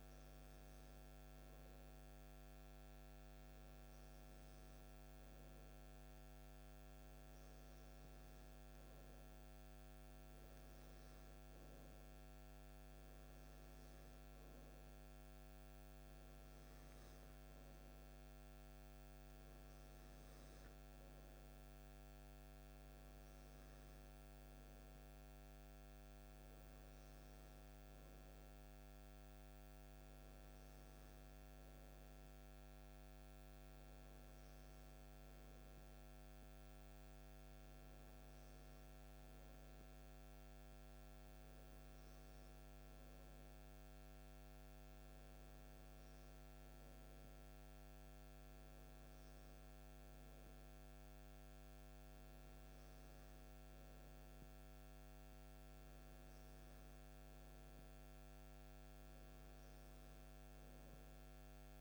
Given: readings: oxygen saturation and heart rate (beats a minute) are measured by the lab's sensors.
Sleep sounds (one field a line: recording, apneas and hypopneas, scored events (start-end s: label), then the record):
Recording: breathing in sleep, hard to hear, by a microphone on the trachea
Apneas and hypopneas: none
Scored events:
none scored
From the record:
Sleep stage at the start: N2 (light sleep)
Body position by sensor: on the back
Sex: male